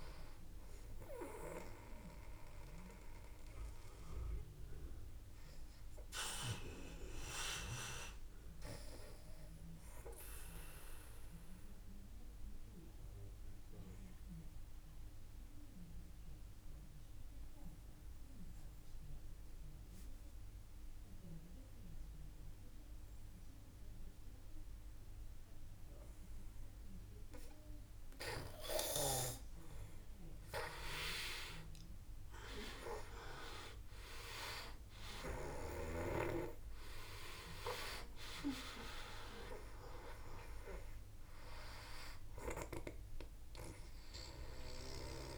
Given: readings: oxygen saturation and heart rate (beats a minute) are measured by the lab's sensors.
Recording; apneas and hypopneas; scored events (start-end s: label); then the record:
breathing in sleep by a room microphone; 1
0.00-12.50 s: oxygen desaturation (device-marked, oxygen 88% lowest, heart rate 52 extreme)
0.50-27.50 s: obstructive apnea (oxygen 97% before, 88% lowest, heart rate 55 before, 51 extreme, up 3 after)
30.50-35.00 s: arousal
32.50-45.38 s: oxygen desaturation (device-marked, oxygen 97% before, 90% lowest, heart rate 54 before, 51 extreme)
From the record:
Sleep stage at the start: N2 (light sleep); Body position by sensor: on the back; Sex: male